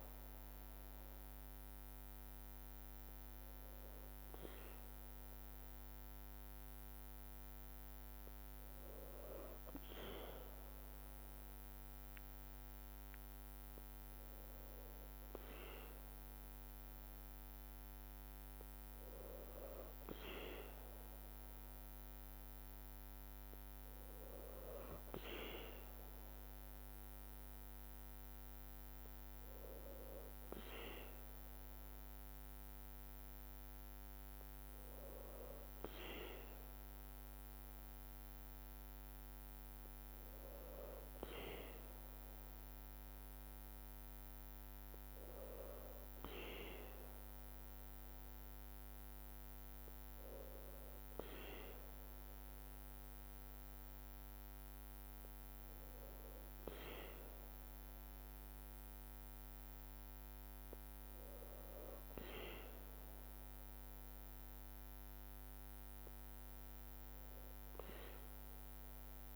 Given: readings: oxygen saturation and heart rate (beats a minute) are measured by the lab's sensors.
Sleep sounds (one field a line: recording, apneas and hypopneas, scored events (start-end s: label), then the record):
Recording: breathing in sleep by a microphone on the trachea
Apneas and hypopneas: none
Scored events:
none scored
From the record:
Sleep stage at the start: N2 (light sleep)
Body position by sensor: on the back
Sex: female